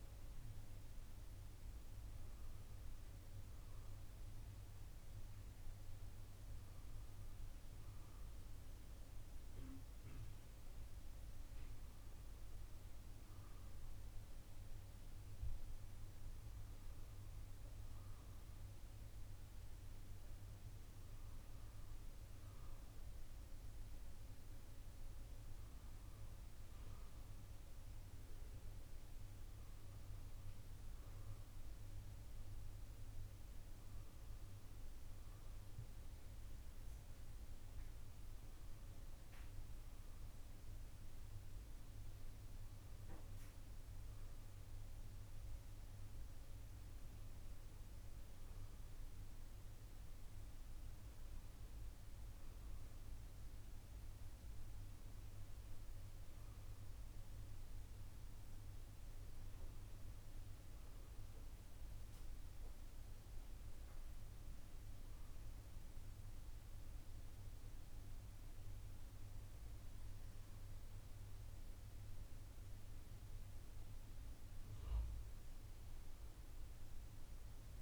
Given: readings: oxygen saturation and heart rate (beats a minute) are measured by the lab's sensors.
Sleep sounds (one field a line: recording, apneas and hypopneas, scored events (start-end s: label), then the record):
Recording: breathing in sleep, hard to hear, by a room microphone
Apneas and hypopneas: none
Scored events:
none scored
From the record:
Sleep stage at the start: N1 (lightest sleep)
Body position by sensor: on the left side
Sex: male